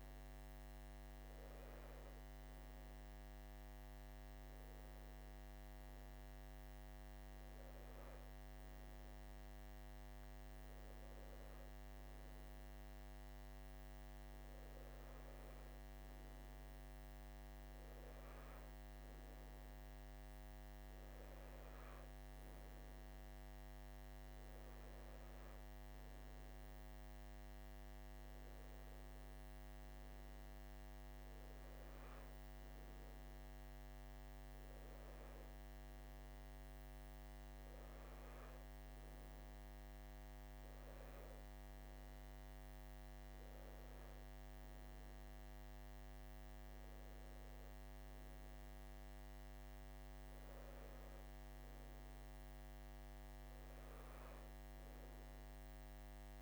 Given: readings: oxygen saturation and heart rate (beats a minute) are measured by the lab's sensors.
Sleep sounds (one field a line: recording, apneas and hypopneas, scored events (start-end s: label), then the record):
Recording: breathing in sleep, hard to hear, by a microphone on the trachea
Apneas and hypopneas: none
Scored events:
none scored
From the record:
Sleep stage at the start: N2 (light sleep)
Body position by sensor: on the right side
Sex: male